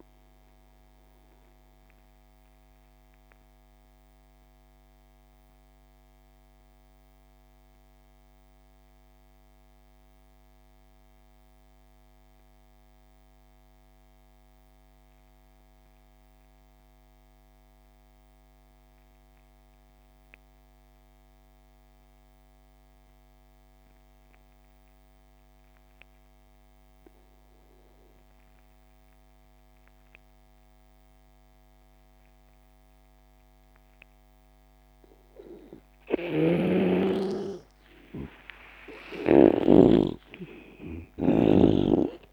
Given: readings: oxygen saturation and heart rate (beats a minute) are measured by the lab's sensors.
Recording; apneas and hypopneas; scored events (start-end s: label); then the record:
breathing in sleep by a microphone on the trachea; 1
0.00-13.00 s: oxygen desaturation (device-marked, oxygen 79% lowest)
1.00-37.50 s: mixed apnea (oxygen 98% before, 79% lowest)
30.00-42.33 s: oxygen desaturation (device-marked, oxygen 98% before, 81% lowest)
35.50-39.00 s: snoring (device-marked)
39.00-42.33 s: arousal
From the record:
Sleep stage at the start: N2 (light sleep); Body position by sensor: on the back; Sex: male